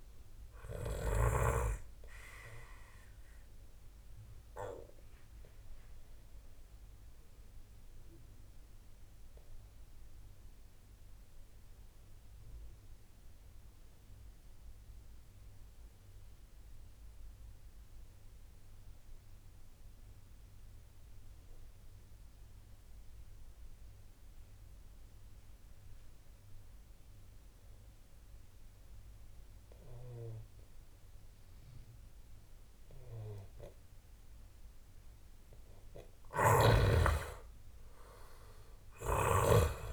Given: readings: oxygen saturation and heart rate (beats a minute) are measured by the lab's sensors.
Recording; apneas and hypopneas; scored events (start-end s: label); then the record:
breathing in sleep by a room microphone; 1
0.00-20.00 s: oxygen desaturation (device-marked, oxygen 88% lowest)
3.50-35.00 s: obstructive apnea (oxygen 97% before, 88% lowest)
34.00-39.93 s: oxygen desaturation (device-marked, oxygen 97% before, 91% lowest, heart rate 30 before, 26 extreme)
36.00-39.93 s: snoring (device-marked)
38.50-39.93 s: arousal
From the record:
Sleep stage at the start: N2 (light sleep); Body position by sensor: on the back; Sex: male